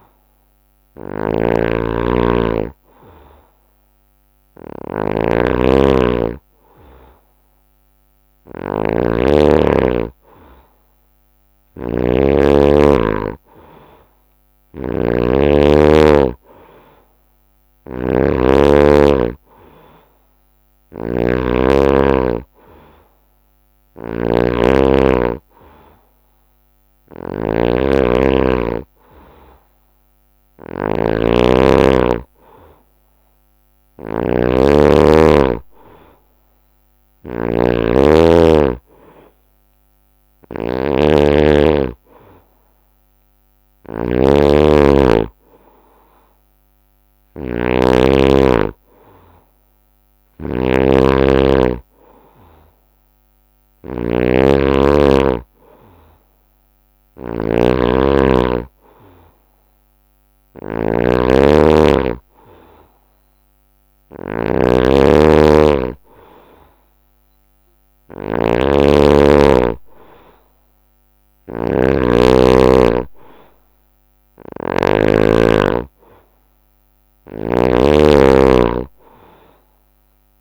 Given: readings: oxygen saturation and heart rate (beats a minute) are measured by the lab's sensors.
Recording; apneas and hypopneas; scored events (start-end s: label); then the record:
breathing in sleep by a microphone on the trachea; none
0.00-74.50 s: snoring (device-marked)
15.50-17.50 s: long interval between heartbeats (device-marked, heart rate 67 before, 67 extreme)
76.50-80.41 s: snoring (device-marked)
From the record:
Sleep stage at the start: N2 (light sleep); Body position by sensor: on the right side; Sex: male